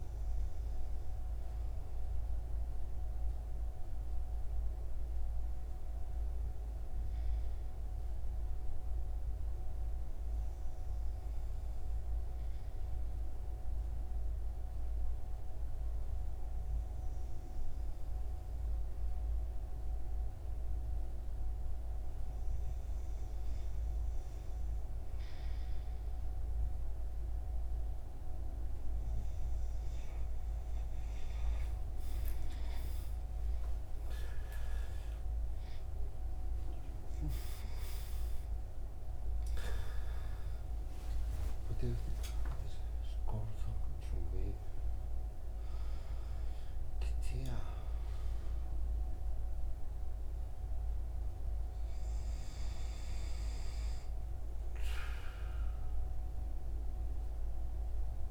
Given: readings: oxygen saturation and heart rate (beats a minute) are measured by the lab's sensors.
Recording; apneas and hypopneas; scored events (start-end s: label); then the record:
breathing in sleep, hard to hear, by a room microphone; 1
1.00-25.50 s: hypopnea (oxygen 97% before, 93% lowest)
32.00-36.50 s: arousal
From the record:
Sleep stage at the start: N2 (light sleep); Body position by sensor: on the right side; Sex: male